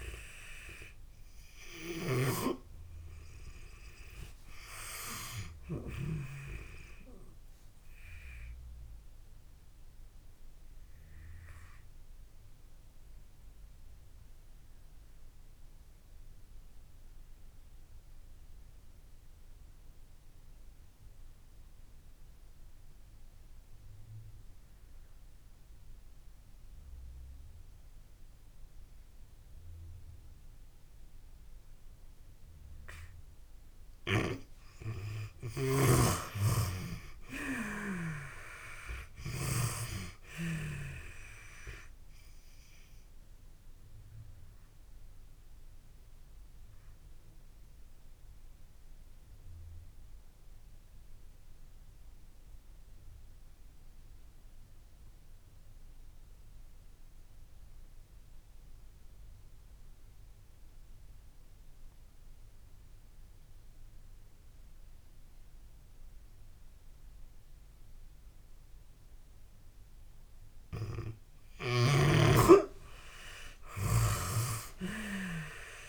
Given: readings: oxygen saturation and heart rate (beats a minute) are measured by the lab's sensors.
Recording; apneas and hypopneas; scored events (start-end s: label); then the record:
breathing in sleep by a room microphone; 2
0.00-6.00 s: snoring (device-marked)
8.00-33.00 s: obstructive apnea (oxygen 97% before, 86% lowest)
8.50-25.50 s: oxygen desaturation (device-marked, oxygen 97% before, 86% lowest)
34.50-38.00 s: arousal
42.50-69.50 s: oxygen desaturation (device-marked, oxygen 97% before, 86% lowest)
43.50-68.50 s: obstructive apnea (oxygen 97% before, 81% lowest)
72.00-75.89 s: arousal
From the record:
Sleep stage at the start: N2 (light sleep); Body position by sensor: on the back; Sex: female